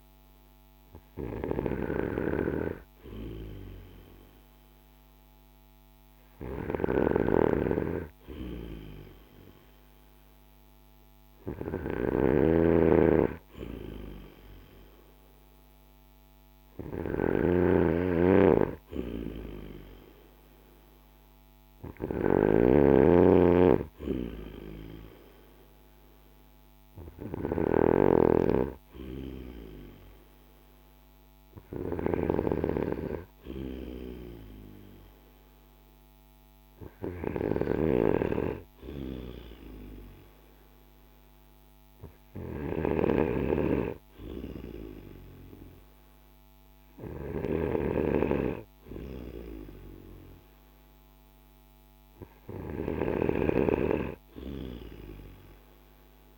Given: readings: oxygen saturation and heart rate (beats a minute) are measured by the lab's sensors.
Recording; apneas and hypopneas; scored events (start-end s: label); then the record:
breathing in sleep by a microphone on the trachea; none
6.50-27.50 s: snoring (device-marked)
From the record:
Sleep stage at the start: N2 (light sleep); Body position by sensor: on the back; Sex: male